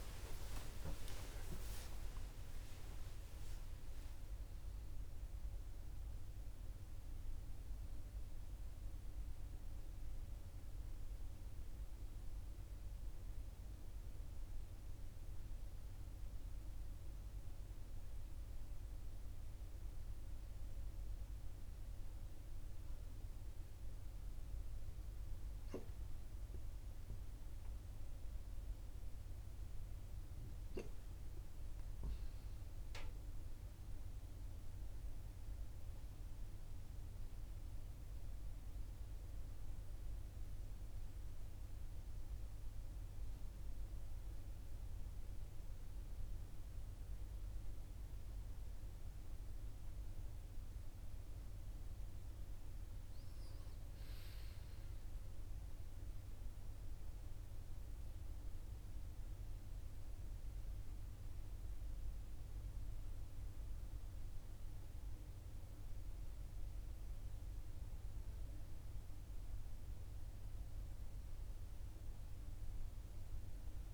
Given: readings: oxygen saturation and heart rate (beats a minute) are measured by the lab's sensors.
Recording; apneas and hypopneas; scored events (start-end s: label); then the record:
a person awake in a sleep study, hard to hear, by a room microphone; none
4.50-11.50 s: oxygen desaturation (device-marked, oxygen 98% before, 95% lowest, heart rate 46 before, 46 extreme)
From the record:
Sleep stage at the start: awake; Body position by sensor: on the right side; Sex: male